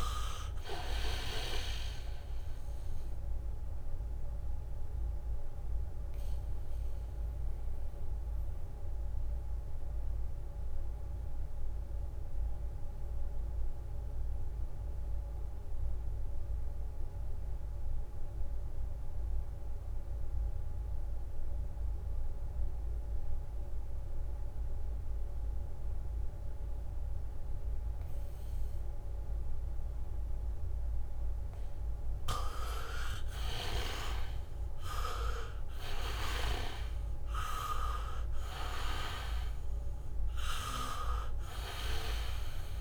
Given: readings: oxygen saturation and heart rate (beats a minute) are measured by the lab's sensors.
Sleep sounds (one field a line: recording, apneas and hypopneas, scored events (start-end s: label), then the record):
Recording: breathing in sleep by a room microphone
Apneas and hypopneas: 1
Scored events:
0.00-21.00 s: oxygen desaturation (device-marked, oxygen 76% lowest, heart rate 62 extreme)
4.50-31.00 s: mixed apnea (oxygen 98% before, 76% lowest, heart rate 66 before, 62 extreme, up 0 after)
28.00-42.81 s: oxygen desaturation (device-marked, oxygen 99% before, 77% lowest, heart rate 72 before, 61 extreme)
29.50-31.50 s: leg movement (device-marked)
31.50-33.50 s: leg movement (device-marked)
34.50-36.00 s: leg movement (device-marked)
35.50-39.00 s: arousal
40.50-42.81 s: leg movement (device-marked)
From the record:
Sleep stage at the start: N2 (light sleep)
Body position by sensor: on the back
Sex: male